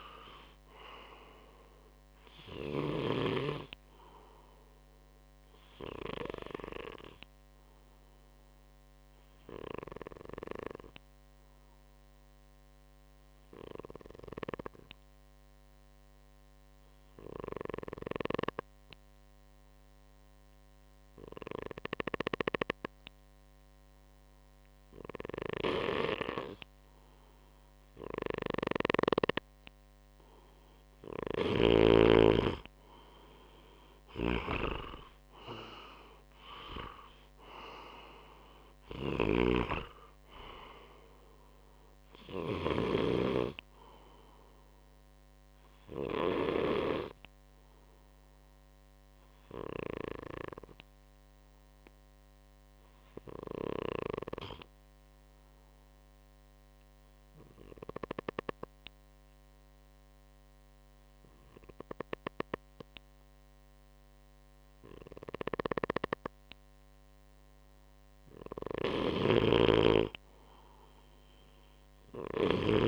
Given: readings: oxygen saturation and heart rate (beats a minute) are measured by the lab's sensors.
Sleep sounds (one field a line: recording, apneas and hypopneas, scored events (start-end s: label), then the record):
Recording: breathing in sleep by a microphone on the trachea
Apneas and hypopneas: 2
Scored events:
6.50-29.00 s: obstructive apnea (oxygen 98% before, 93% lowest, heart rate 65 before, 58 extreme, up 4 after)
29.50-56.50 s: oxygen desaturation (device-marked, oxygen 97% before, 93% lowest, heart rate 61 before, 58 extreme)
30.50-42.50 s: snoring (device-marked)
31.50-35.50 s: arousal
48.00-66.50 s: obstructive apnea (oxygen 98% before, 93% lowest, heart rate 64 before, 59 extreme, up 1 after)
68.00-72.00 s: arousal
68.50-72.88 s: snoring (device-marked)
70.50-72.88 s: oxygen desaturation (device-marked, oxygen 98% before, 94% lowest, heart rate 60 before, 61 extreme)
From the record:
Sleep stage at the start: N2 (light sleep)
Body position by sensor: on the right side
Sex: male